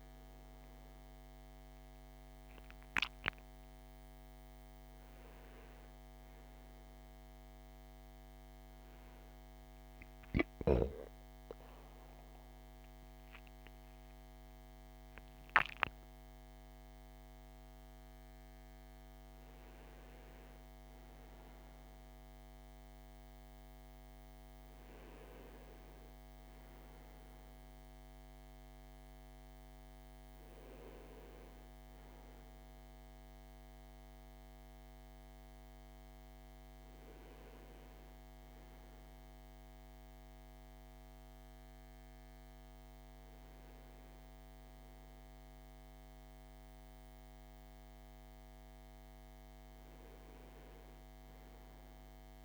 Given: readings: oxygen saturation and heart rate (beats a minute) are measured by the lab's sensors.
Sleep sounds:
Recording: a person awake in a sleep study, hard to hear, by a microphone on the trachea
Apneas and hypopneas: none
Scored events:
30.50-38.50 s: oxygen desaturation (device-marked, oxygen 97% before, 94% lowest, heart rate 64 before, 65 extreme)
From the record:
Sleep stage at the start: awake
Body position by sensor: on the front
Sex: male

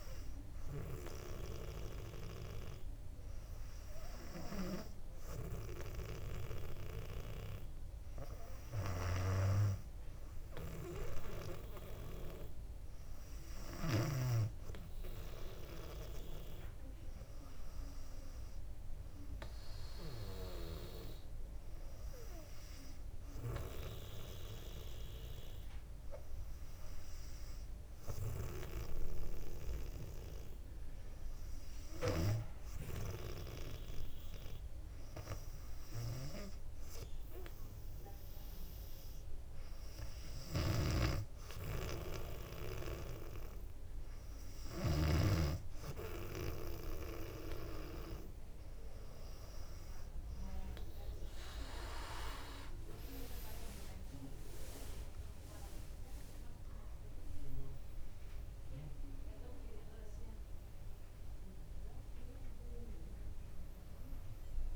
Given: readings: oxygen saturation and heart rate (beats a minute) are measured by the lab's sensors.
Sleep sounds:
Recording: breathing in sleep by a room microphone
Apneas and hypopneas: 1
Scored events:
35.00-48.50 s: hypopnea (oxygen 97% before, 96% lowest, heart rate 62 before, 59 extreme, up 6 after)
40.50-45.50 s: snoring (device-marked)
53.50-57.50 s: arousal
From the record:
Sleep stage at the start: N2 (light sleep)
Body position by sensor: on the back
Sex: female

